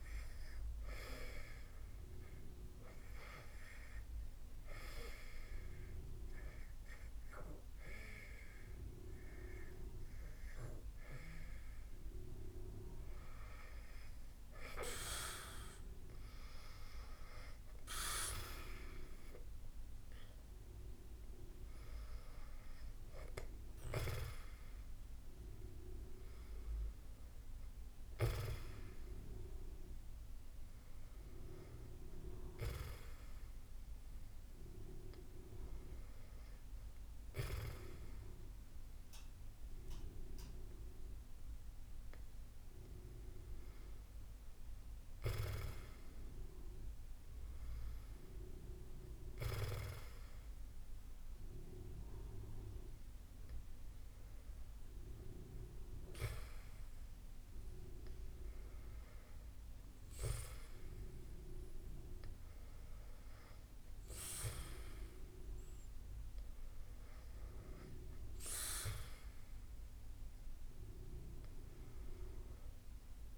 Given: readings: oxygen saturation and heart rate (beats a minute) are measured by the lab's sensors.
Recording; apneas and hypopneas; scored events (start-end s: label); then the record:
breathing in sleep by a room microphone; 1
1.50-13.00 s: hypopnea (oxygen 96% before, 92% lowest, heart rate 81 before, 68 extreme, up 9 after)
15.00-18.50 s: arousal
From the record:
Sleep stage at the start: N2 (light sleep); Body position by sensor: on the back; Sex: male